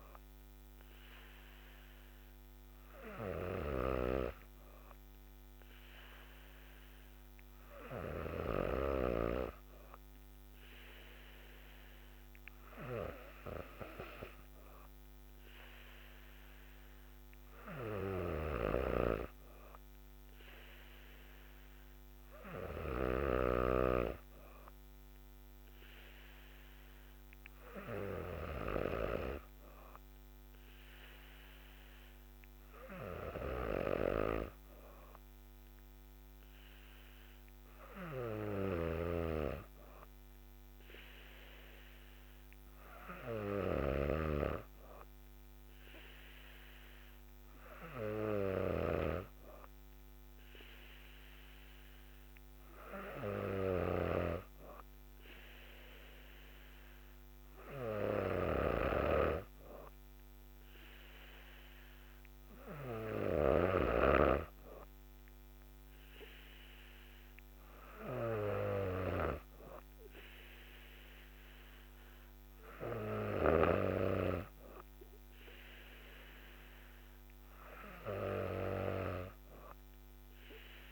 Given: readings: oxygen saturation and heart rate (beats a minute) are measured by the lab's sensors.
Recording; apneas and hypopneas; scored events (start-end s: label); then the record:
breathing in sleep by a microphone on the trachea; none
3.00-8.50 s: snoring (device-marked)
18.50-23.50 s: snoring (device-marked)
38.50-63.50 s: snoring (device-marked)
From the record:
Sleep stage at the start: N3 (deep sleep); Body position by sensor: on the back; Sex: female